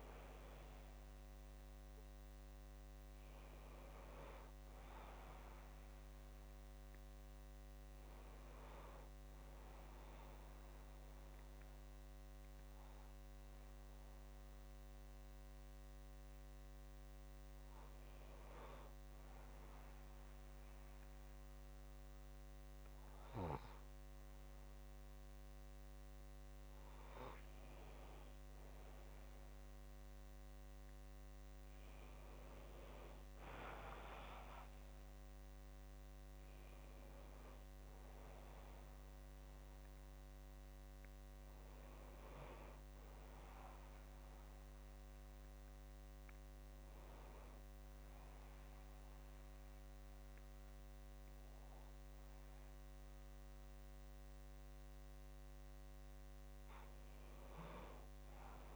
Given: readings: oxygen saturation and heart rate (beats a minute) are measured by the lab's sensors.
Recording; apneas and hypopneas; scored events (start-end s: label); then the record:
breathing in sleep by a microphone on the trachea; none
none scored
From the record:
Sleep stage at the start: N2 (light sleep); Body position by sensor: on the back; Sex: male